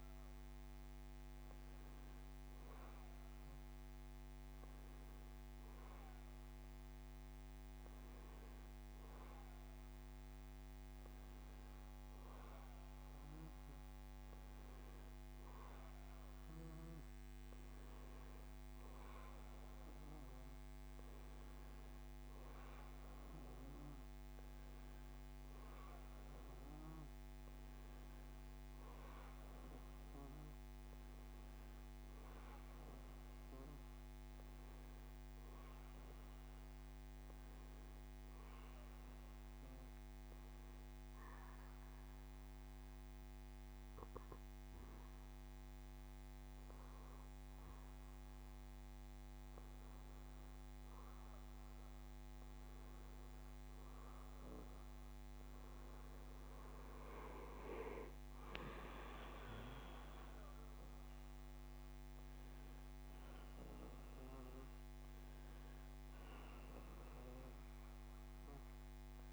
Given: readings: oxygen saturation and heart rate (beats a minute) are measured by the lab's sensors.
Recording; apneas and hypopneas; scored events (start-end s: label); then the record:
breathing in sleep, hard to hear, by a microphone on the trachea; 1
27.00-29.00 s: bradycardia (device-marked, heart rate 74 before, 66 extreme)
31.00-34.00 s: bradycardia (device-marked, heart rate 74 before, 59 extreme)
32.50-35.50 s: arousal
35.00-38.00 s: bradycardia (device-marked, heart rate 74 before, 56 extreme)
38.50-49.50 s: obstructive apnea (oxygen 93% before, 88% lowest, heart rate 67 before, 58 extreme, up 18 after)
52.00-55.50 s: arousal
57.00-69.33 s: oxygen desaturation (device-marked, oxygen 92% before, 88% lowest, heart rate 67 before, 64 extreme)
From the record:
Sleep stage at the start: N2 (light sleep); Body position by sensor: on the back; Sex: male